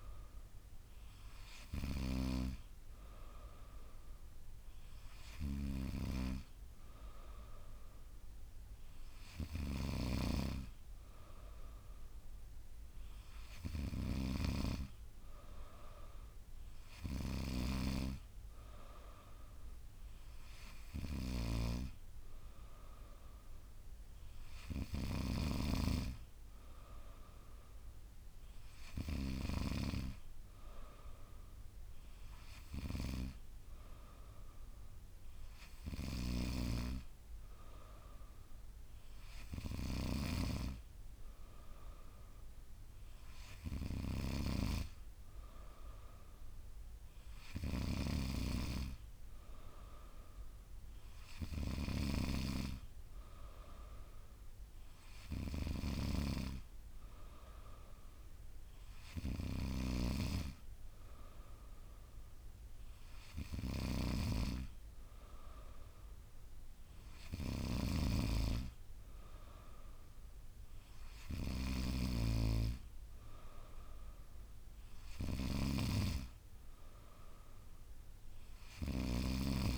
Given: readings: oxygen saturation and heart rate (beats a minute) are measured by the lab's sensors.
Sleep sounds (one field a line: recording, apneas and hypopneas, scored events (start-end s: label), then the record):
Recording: breathing in sleep by a room microphone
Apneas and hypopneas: none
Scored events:
none scored
From the record:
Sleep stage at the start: N3 (deep sleep)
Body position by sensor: on the back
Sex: female